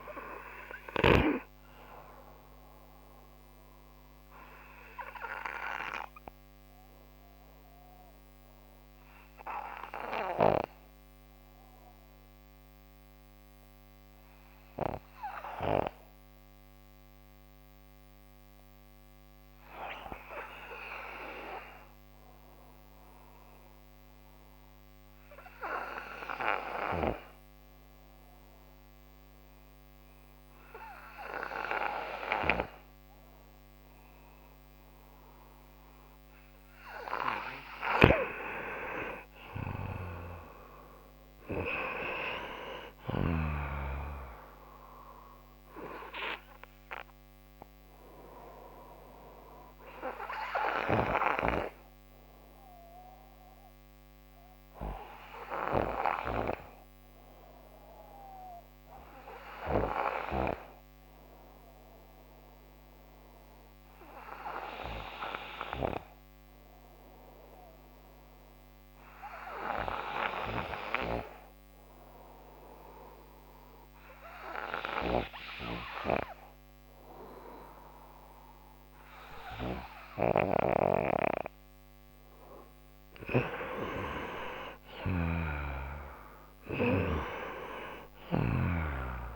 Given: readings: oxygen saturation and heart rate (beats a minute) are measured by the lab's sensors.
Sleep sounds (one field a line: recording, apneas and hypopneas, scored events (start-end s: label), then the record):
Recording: breathing in sleep by a microphone on the trachea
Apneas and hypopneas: 2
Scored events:
0.00-1.50 s: snoring (device-marked)
0.00-24.50 s: oxygen desaturation (device-marked, oxygen 90% lowest)
3.50-37.00 s: obstructive apnea (oxygen 98% before, 90% lowest)
39.00-42.00 s: arousal
46.50-83.00 s: obstructive apnea (oxygen 98% before, 89% lowest)
55.50-68.50 s: oxygen desaturation (device-marked, oxygen 95% before, 91% lowest)
84.50-88.50 s: arousal
85.00-88.50 s: snoring (device-marked)
86.50-89.35 s: oxygen desaturation (device-marked, oxygen 96% before, 89% lowest)
From the record:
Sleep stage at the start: N2 (light sleep)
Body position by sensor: on the right side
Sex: male